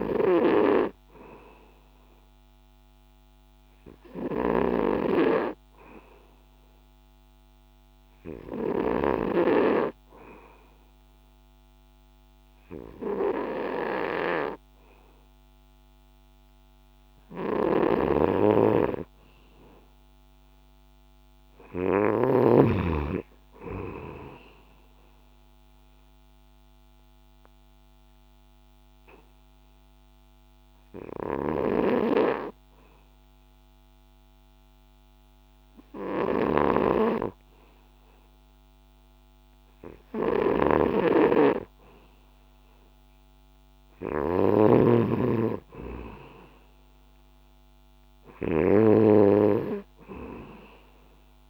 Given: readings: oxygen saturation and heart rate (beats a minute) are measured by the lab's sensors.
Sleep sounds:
breathing in sleep by a microphone on the trachea; 2
0.00-9.50 s: snoring (device-marked)
5.50-16.50 s: hypopnea (oxygen 96% before, 92% lowest, heart rate 63 before, 63 extreme, up 2 after)
17.50-22.50 s: snoring (device-marked)
21.00-24.50 s: arousal
27.00-40.00 s: hypopnea (oxygen 96% before, 90% lowest, heart rate 65 before, 63 extreme, up 3 after)
31.50-51.50 s: snoring (device-marked)
42.00-45.00 s: arousal
From the record:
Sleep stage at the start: N2 (light sleep); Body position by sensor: on the back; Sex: male

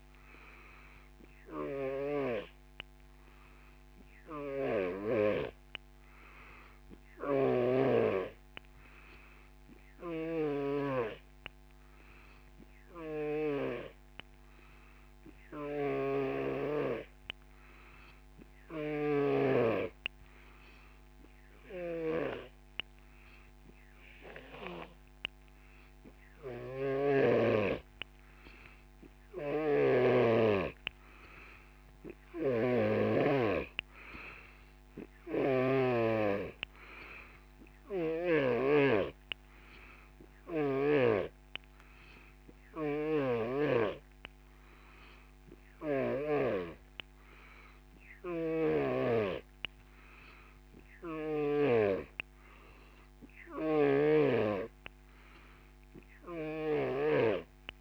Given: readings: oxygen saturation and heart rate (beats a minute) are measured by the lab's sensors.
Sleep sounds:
breathing in sleep by a microphone on the trachea; none
0.00-2.00 s: snoring (device-marked)
4.00-13.50 s: snoring (device-marked)
15.50-19.50 s: snoring (device-marked)
21.50-30.00 s: snoring (device-marked)
32.00-35.50 s: snoring (device-marked)
37.50-41.00 s: snoring (device-marked)
48.00-51.50 s: snoring (device-marked)
56.00-57.81 s: snoring (device-marked)
From the record:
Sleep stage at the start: N3 (deep sleep); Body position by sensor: on the back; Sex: male

